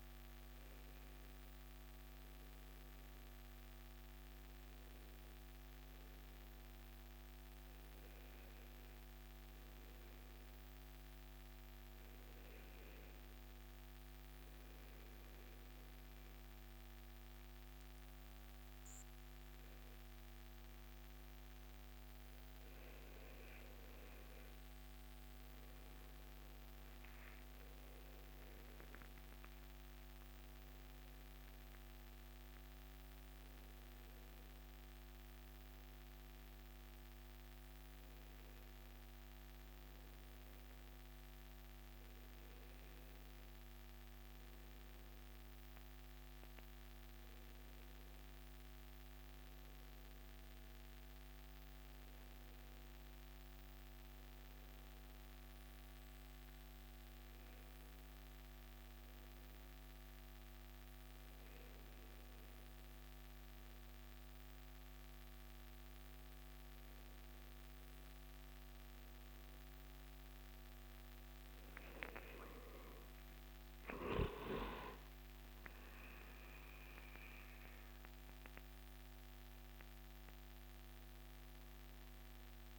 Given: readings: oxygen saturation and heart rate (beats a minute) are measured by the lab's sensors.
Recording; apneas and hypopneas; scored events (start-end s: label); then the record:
breathing in sleep, hard to hear, by a microphone on the trachea; 1
14.50-25.00 s: hypopnea (oxygen 96% before, 94% lowest, heart rate 66 before, 67 extreme, up 3 after)
28.00-32.50 s: arousal
72.00-76.50 s: arousal
From the record:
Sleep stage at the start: N2 (light sleep); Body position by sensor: on the right side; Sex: male